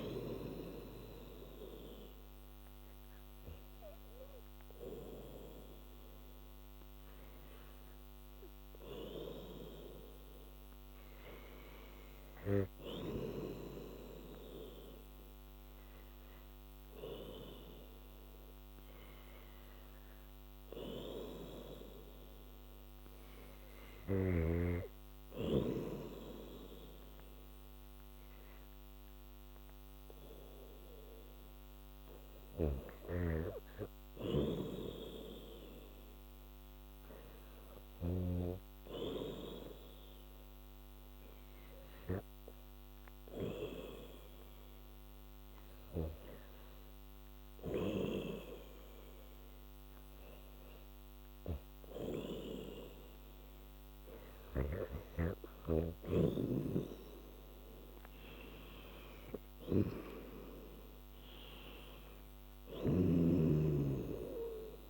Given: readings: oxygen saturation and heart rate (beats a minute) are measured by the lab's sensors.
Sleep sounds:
breathing in sleep by a microphone on the trachea; none
0.00-4.50 s: oxygen desaturation (device-marked, oxygen 88% lowest, heart rate 83 extreme)
32.50-38.50 s: snoring (device-marked)
62.50-64.90 s: snoring (device-marked)
From the record:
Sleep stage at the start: REM sleep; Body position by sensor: on the back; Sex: female

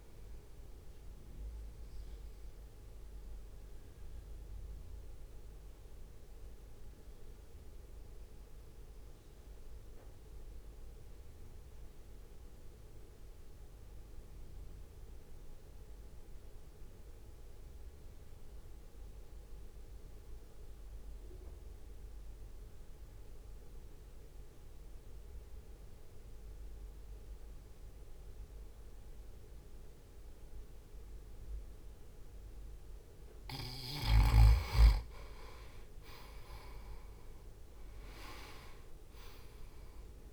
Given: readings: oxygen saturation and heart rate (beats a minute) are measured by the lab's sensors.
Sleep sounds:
breathing in sleep by a room microphone; 1
0.00-7.00 s: drop in pulse transit time (device-marked, heart rate 51 extreme)
0.00-20.00 s: oxygen desaturation (device-marked, oxygen 88% lowest, heart rate 51 extreme)
0.50-33.50 s: mixed apnea (oxygen 97% before, 86% lowest, heart rate 61 before, 53 extreme, up 3 after)
32.00-40.33 s: oxygen desaturation (device-marked, oxygen 97% before, 86% lowest, heart rate 63 before, 53 extreme)
36.00-39.00 s: arousal
From the record:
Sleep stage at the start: N2 (light sleep); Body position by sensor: on the right side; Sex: male

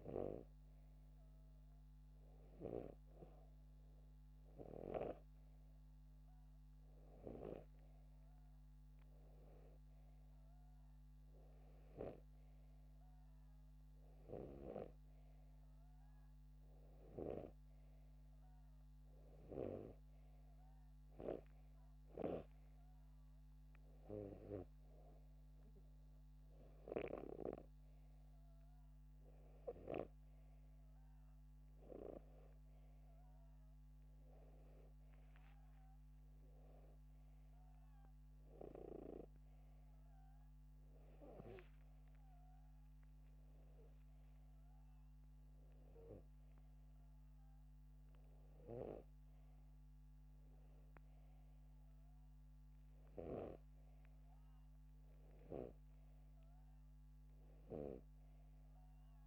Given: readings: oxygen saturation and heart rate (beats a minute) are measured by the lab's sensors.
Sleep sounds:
breathing in sleep by a microphone on the trachea; none
none scored
From the record:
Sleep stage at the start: N2 (light sleep); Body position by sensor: upright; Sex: male

